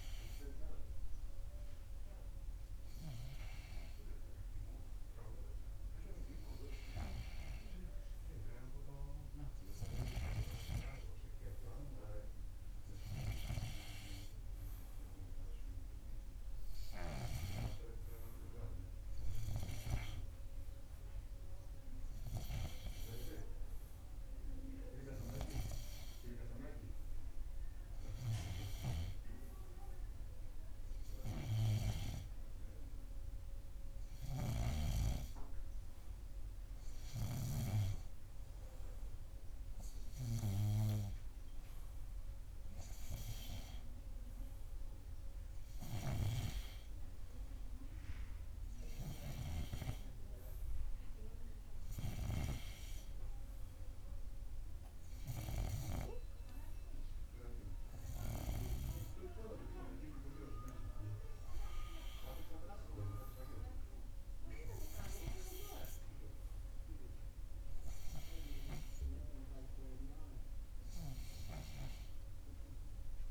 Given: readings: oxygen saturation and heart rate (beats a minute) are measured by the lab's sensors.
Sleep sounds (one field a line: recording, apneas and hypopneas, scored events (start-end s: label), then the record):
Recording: breathing in sleep by a room microphone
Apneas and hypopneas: none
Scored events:
1.50-61.50 s: new sleep stage, N2 (light sleep)
61.50-73.31 s: new sleep stage, N1 (lightest sleep)
From the record:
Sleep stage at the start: N1 (lightest sleep)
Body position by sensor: on the right side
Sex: male